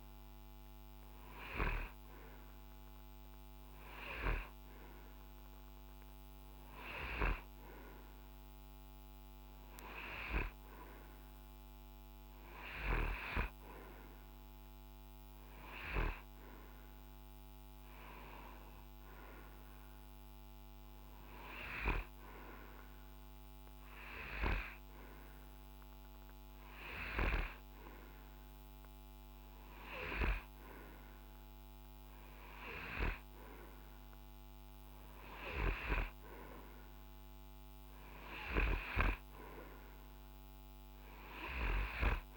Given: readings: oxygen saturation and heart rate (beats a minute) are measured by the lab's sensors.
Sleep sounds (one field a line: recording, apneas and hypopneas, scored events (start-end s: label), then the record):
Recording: breathing in sleep by a microphone on the trachea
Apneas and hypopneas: none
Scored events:
none scored
From the record:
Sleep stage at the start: N3 (deep sleep)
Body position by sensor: on the right side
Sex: male